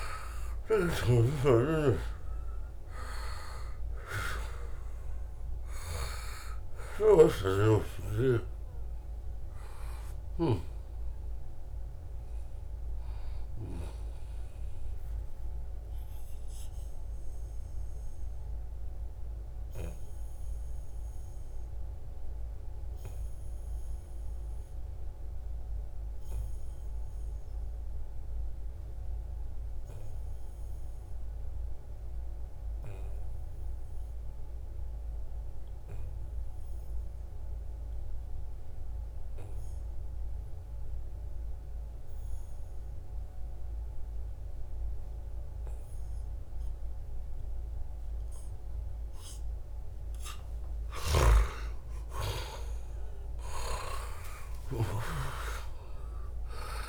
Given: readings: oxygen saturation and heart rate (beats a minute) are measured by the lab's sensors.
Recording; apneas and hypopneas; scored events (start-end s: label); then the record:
breathing in sleep by a room microphone; 1
0.00-1.50 s: arousal
0.00-23.50 s: oxygen desaturation (device-marked, oxygen 88% lowest, heart rate 65 extreme)
15.50-48.50 s: obstructive apnea (oxygen 96% before, 86% lowest, heart rate 77 before, 65 extreme, up 7 after)
50.50-56.89 s: snoring (device-marked)
51.00-56.00 s: arousal
From the record:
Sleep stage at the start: N2 (light sleep); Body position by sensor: on the back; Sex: male